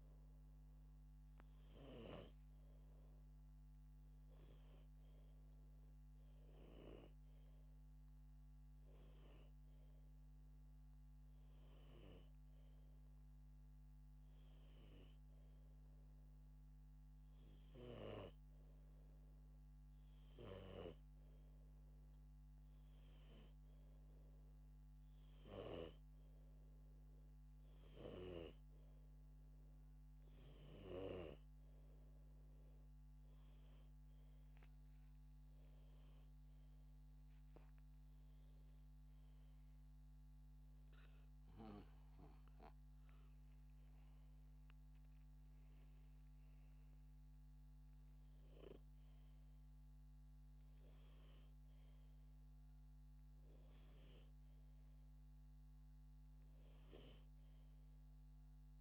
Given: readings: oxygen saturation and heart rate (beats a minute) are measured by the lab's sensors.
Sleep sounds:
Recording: breathing in sleep by a microphone on the trachea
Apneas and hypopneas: none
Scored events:
none scored
From the record:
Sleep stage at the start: N2 (light sleep)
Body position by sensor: upright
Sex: male

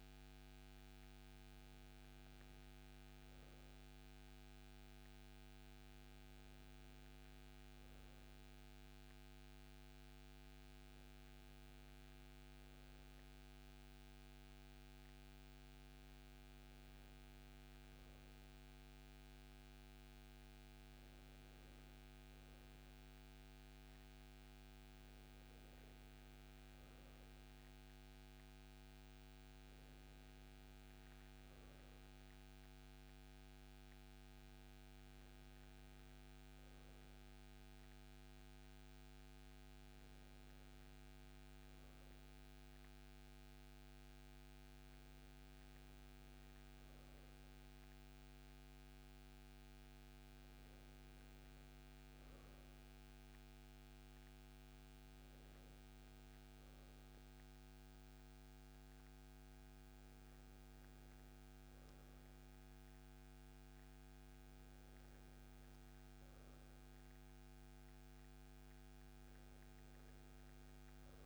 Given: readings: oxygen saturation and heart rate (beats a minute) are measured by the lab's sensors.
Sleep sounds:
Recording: breathing in sleep, hard to hear, by a microphone on the trachea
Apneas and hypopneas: none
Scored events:
none scored
From the record:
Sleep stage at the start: N2 (light sleep)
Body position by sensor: on the right side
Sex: male

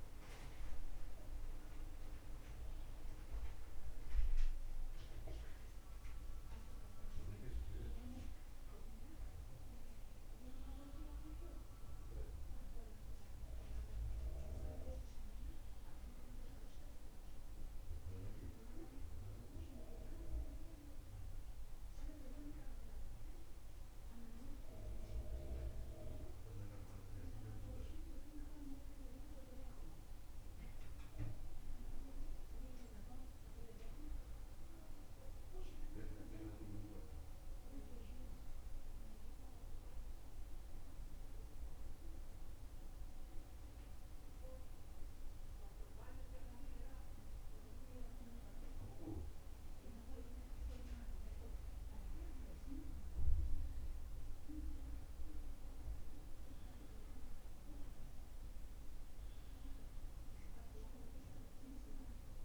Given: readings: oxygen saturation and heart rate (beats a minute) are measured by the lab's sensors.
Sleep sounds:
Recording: breathing in sleep by a room microphone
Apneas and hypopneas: none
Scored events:
none scored
From the record:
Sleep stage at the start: N2 (light sleep)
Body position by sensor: on the back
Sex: male

